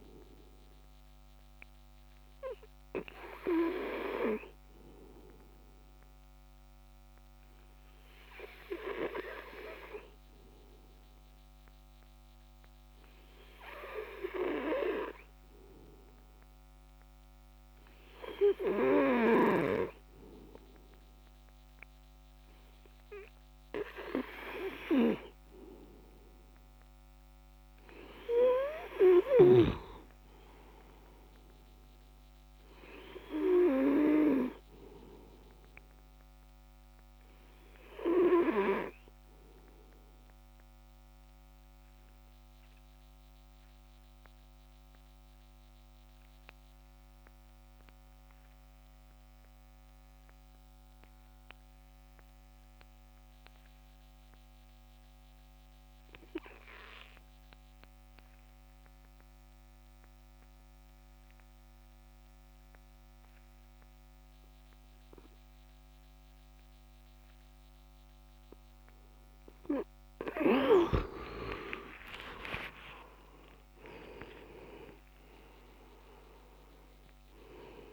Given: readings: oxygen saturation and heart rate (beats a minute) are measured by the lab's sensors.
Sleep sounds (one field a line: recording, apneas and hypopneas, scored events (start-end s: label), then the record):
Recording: breathing in sleep by a microphone on the trachea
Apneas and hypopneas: 2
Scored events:
5.50-20.50 s: obstructive apnea (oxygen 98% before, 92% lowest, heart rate 81 before, 50 extreme, up 7 after)
25.00-30.00 s: arousal
37.00-69.00 s: obstructive apnea (oxygen 96% before, 85% lowest, heart rate 82 before, 35 extreme, up 42 after)
61.00-77.93 s: oxygen desaturation (device-marked, oxygen 97% before, 85% lowest, heart rate 45 before, 49 extreme)
70.50-75.00 s: arousal
From the record:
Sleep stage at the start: N2 (light sleep)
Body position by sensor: on the back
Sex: male